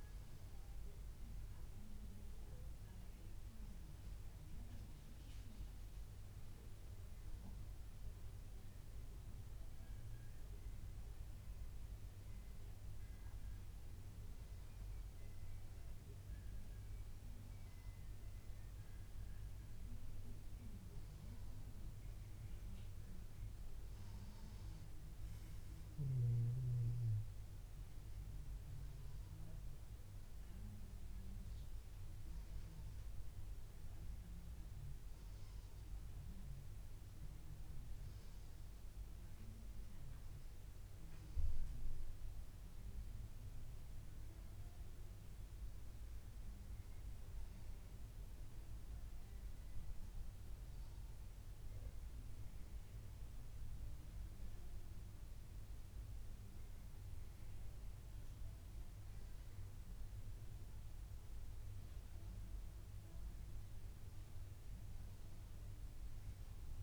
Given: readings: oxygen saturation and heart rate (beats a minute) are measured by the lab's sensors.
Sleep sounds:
breathing in sleep, hard to hear, by a room microphone; none
25.00-29.00 s: arousal
From the record:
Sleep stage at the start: N1 (lightest sleep); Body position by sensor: on the back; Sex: male

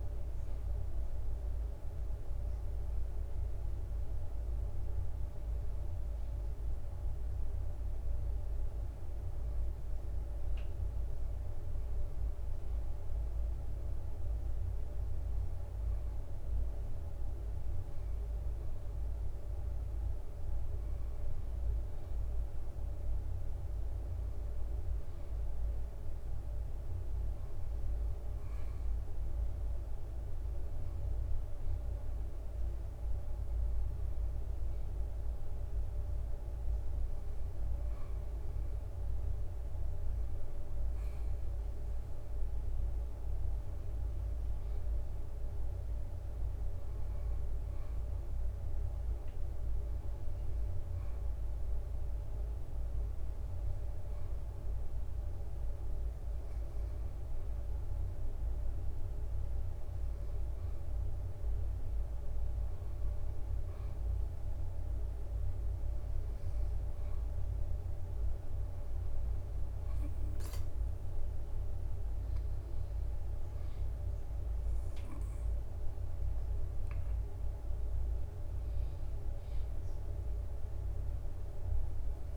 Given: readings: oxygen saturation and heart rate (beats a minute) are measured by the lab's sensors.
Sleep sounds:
breathing in sleep, hard to hear, by a room microphone; none
0.00-74.00 s: bradycardia (device-marked, heart rate 54 extreme)
79.00-82.37 s: bradycardia (device-marked, heart rate 68 before, 54 extreme)
From the record:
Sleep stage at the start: N2 (light sleep); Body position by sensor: on the back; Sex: male

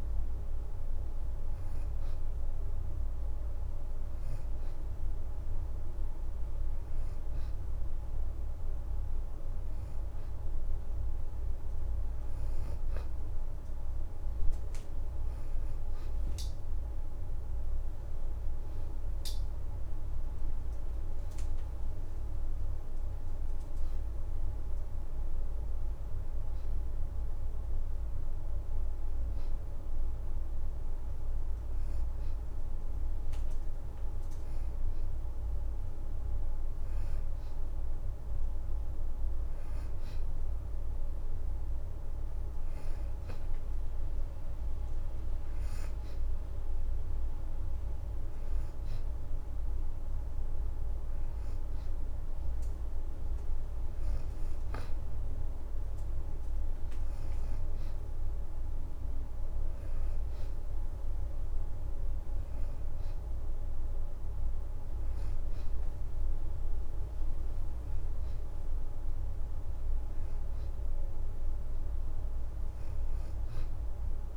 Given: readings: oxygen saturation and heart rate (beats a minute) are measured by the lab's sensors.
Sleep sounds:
breathing in sleep, hard to hear, by a room microphone; none
0.00-9.00 s: oxygen desaturation (device-marked, oxygen 86% lowest, heart rate 77 extreme)
21.00-40.00 s: oxygen desaturation (device-marked, oxygen 90% before, 85% lowest, heart rate 80 before, 77 extreme)
44.00-45.00 s: leg movement (device-marked)
48.00-58.00 s: oxygen desaturation (device-marked, oxygen 92% before, 87% lowest, heart rate 79 before, 78 extreme)
60.00-74.00 s: oxygen desaturation (device-marked, oxygen 90% before, 87% lowest, heart rate 80 before, 78 extreme)
From the record:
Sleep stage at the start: N2 (light sleep); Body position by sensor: on the back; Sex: female

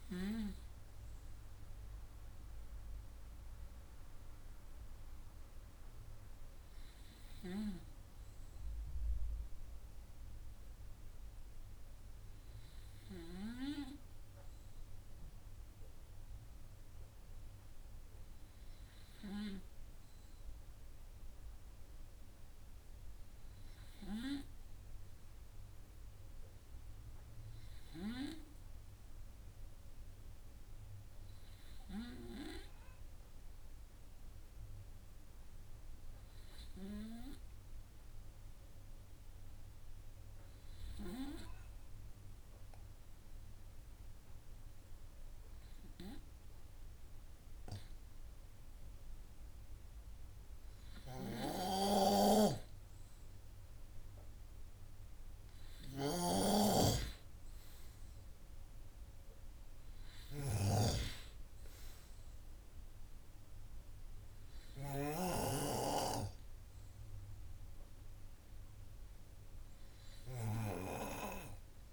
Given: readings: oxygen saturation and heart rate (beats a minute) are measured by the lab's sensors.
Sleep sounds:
breathing in sleep by a room microphone; 1
0.00-14.50 s: oxygen desaturation (device-marked, oxygen 92% lowest, heart rate 49 extreme)
30.50-53.50 s: hypopnea (oxygen 99% before, 95% lowest, heart rate 124 before, 44 extreme, up 1 after)
56.00-58.50 s: arousal
56.00-65.50 s: snoring (device-marked)
From the record:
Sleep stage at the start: N2 (light sleep); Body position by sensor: on the right side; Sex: male

